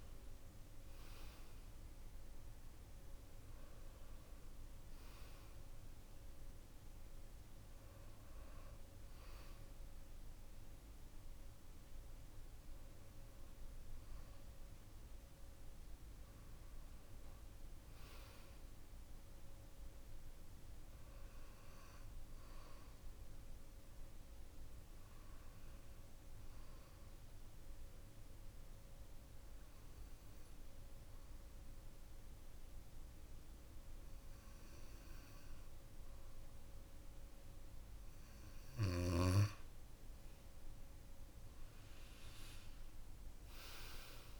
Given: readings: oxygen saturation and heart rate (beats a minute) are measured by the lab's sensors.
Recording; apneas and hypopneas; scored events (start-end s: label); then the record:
breathing in sleep, hard to hear, by a room microphone; 1
27.50-38.50 s: obstructive apnea (oxygen 96% before, 91% lowest, heart rate 57 before, 55 extreme, up 16 after)
39.50-44.40 s: oxygen desaturation (device-marked, oxygen 96% before, 91% lowest, heart rate 57 before, 52 extreme)
From the record:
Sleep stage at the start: N2 (light sleep); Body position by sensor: on the back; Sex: male